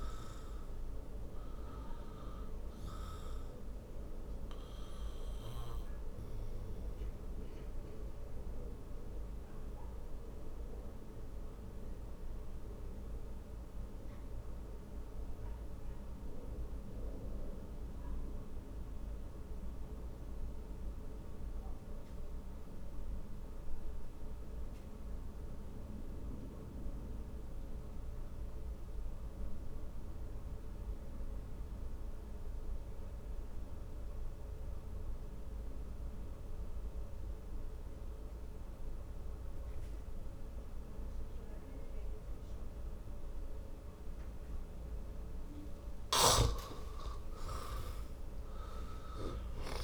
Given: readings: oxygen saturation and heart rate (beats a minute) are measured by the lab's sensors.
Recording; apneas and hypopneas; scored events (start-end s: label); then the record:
breathing in sleep, hard to hear, by a room microphone; 1
0.00-22.50 s: oxygen desaturation (device-marked, oxygen 88% lowest, heart rate 51 extreme)
6.00-45.50 s: obstructive apnea (oxygen 98% before, 81% lowest, heart rate 66 before, 51 extreme, up 16 after)
36.50-49.84 s: oxygen desaturation (device-marked, oxygen 97% before, 81% lowest, heart rate 58 before, 55 extreme)
48.50-49.84 s: arousal
From the record:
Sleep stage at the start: N2 (light sleep); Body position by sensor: on the back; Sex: male